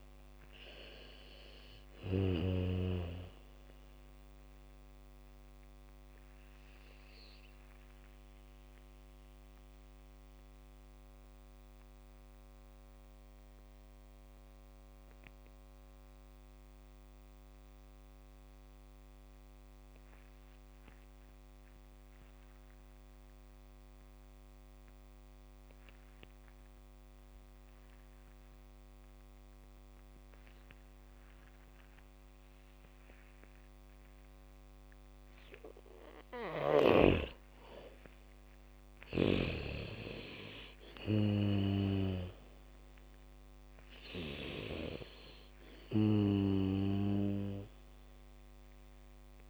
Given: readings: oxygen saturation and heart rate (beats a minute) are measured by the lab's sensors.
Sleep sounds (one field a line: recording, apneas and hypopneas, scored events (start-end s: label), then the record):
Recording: breathing in sleep by a microphone on the trachea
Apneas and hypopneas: 1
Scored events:
0.00-1.00 s: arousal
0.00-3.00 s: snoring (device-marked)
0.00-25.00 s: oxygen desaturation (device-marked, oxygen 83% lowest, heart rate 40 extreme)
8.00-36.00 s: mixed apnea (oxygen 99% before, 82% lowest, heart rate 62 before, 54 extreme, up 9 after)
32.00-39.00 s: bradycardia (device-marked, heart rate 74 before, 55 extreme)
36.00-49.50 s: oxygen desaturation (device-marked, oxygen 99% before, 82% lowest, heart rate 71 before, 45 extreme)
37.50-42.50 s: arousal
From the record:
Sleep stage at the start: N2 (light sleep)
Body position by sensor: on the back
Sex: female